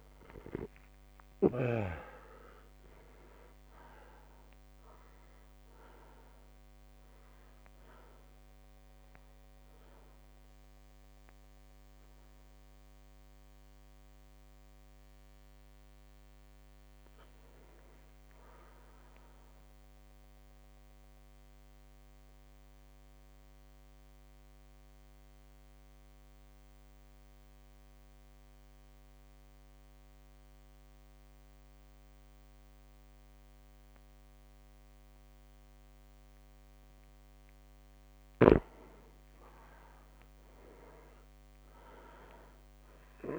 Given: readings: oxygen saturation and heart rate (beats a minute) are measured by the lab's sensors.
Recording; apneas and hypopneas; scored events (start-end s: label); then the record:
breathing in sleep by a microphone on the trachea; 2
1.50-9.50 s: drop in pulse transit time (device-marked, heart rate 59 before, 61 extreme)
6.50-16.50 s: obstructive apnea (oxygen 99% before, 96% lowest, heart rate 60 before, 54 extreme, up 7 after)
6.50-26.50 s: oxygen desaturation (device-marked, oxygen 99% before, 96% lowest, heart rate 60 before, 54 extreme)
17.00-19.50 s: arousal
21.00-38.00 s: mixed apnea (oxygen 99% before, 96% lowest, heart rate 59 before, 57 extreme, up 3 after)
38.00-43.39 s: snoring (device-marked)
39.00-42.50 s: arousal
From the record:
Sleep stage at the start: REM sleep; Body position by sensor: on the back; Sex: male